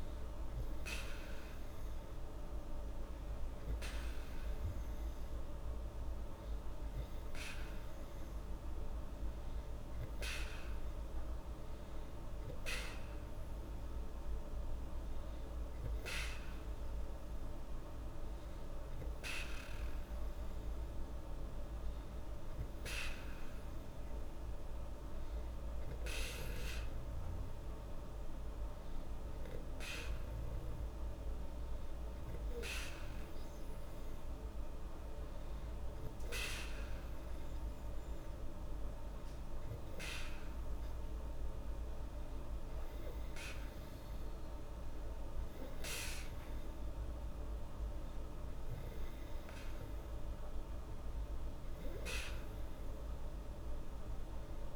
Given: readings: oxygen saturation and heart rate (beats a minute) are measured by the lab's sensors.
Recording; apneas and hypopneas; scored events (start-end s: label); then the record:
breathing in sleep by a room microphone; none
none scored
From the record:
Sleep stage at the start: N2 (light sleep); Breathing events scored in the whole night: 206 in 7.8 hours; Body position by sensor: on the back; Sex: female